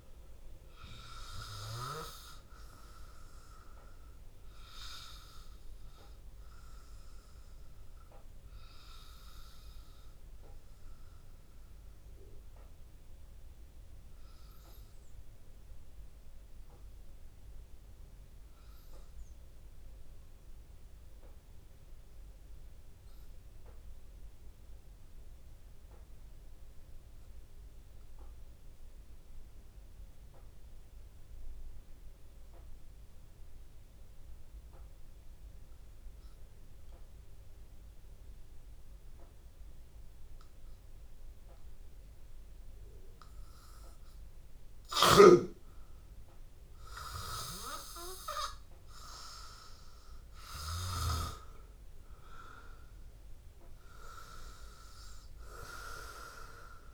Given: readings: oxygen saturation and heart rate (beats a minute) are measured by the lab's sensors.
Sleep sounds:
breathing in sleep by a room microphone; 1
0.00-19.00 s: oxygen desaturation (device-marked, oxygen 93% lowest, heart rate 81 extreme)
5.00-45.00 s: obstructive apnea (oxygen 98% before, 92% lowest, heart rate 84 before, 81 extreme, up 2 after)
40.00-56.94 s: oxygen desaturation (device-marked, oxygen 98% before, 92% lowest, heart rate 83 before, 72 extreme)
46.50-51.00 s: arousal
From the record:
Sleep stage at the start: N2 (light sleep); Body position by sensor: on the back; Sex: male

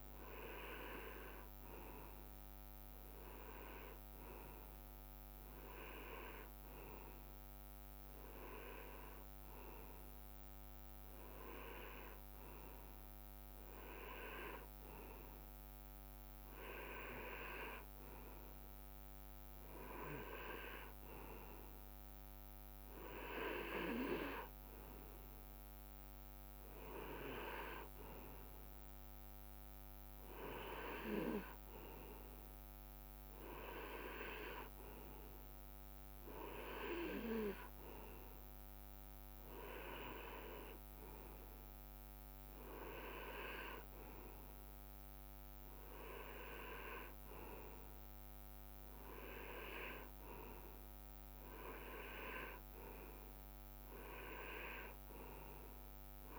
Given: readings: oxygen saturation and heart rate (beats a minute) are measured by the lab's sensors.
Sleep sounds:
breathing in sleep by a microphone on the trachea; none
none scored
From the record:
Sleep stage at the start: REM sleep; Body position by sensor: on the right side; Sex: male

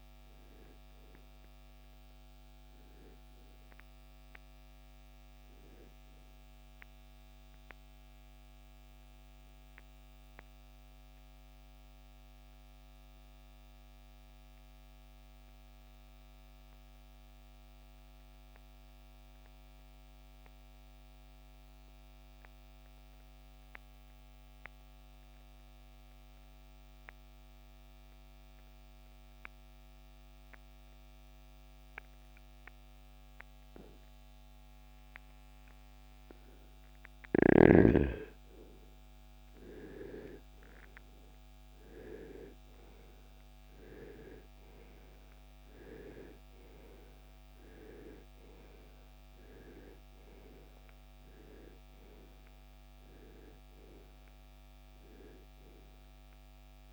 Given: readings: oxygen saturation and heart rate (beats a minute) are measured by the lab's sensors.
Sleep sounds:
breathing in sleep by a microphone on the trachea; 1
9.50-36.50 s: mixed apnea (oxygen 97% before, 83% lowest, heart rate 81 before, 49 extreme, up 11 after)
12.00-23.00 s: oxygen desaturation (device-marked, oxygen 94% before, 85% lowest, heart rate 82 before, 49 extreme)
38.50-43.50 s: arousal
45.00-56.93 s: oxygen desaturation (device-marked, oxygen 98% before, 94% lowest, heart rate 57 before, 65 extreme)
From the record:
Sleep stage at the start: N2 (light sleep); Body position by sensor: on the right side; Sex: male

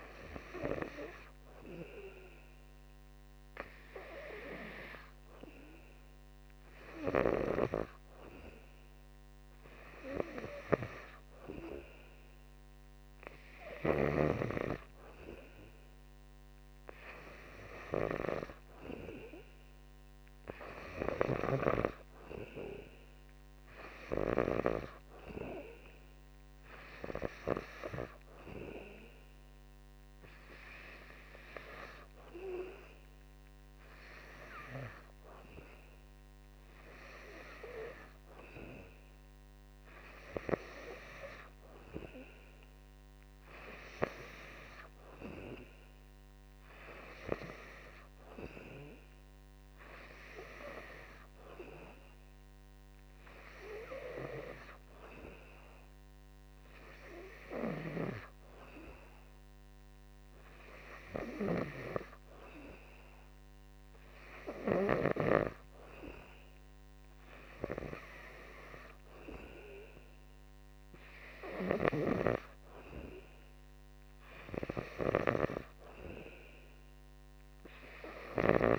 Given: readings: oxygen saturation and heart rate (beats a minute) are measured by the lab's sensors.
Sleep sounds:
breathing in sleep by a microphone on the trachea; none
none scored
From the record:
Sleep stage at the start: N2 (light sleep); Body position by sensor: on the back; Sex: male

